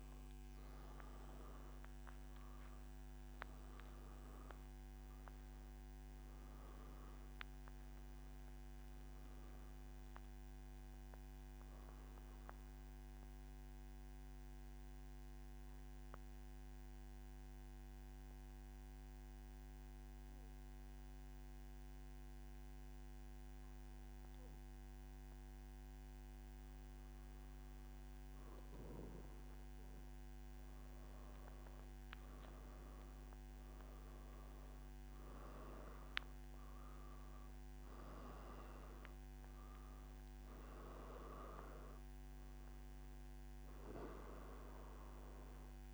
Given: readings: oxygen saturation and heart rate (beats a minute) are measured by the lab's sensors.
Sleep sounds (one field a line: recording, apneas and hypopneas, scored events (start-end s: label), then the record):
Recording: breathing in sleep by a microphone on the trachea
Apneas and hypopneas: 1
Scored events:
13.50-31.00 s: obstructive apnea (oxygen 96% before, 93% lowest, heart rate 125 before, 116 extreme, up 1 after)
From the record:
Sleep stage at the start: N3 (deep sleep)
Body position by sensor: on the back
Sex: male